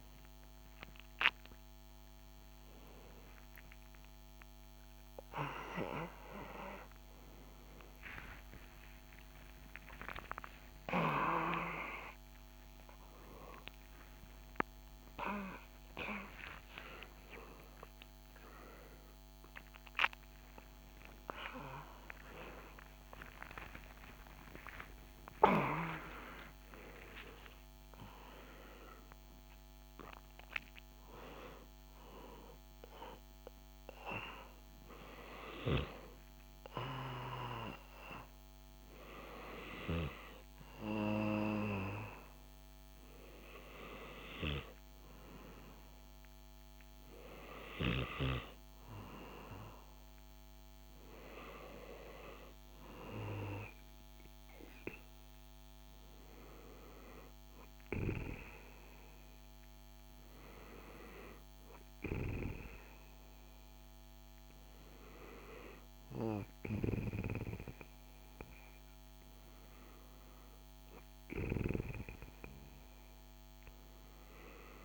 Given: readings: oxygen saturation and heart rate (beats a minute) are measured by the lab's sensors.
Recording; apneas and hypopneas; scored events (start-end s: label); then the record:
a person partly awake in a sleep study, by a microphone on the trachea; none
16.00-22.00 s: oxygen desaturation (device-marked, oxygen 99% before, 93% lowest, heart rate 99 before, 66 extreme)
26.00-74.85 s: new sleep stage, N2 (light sleep)
From the record:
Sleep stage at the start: awake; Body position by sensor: on the back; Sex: male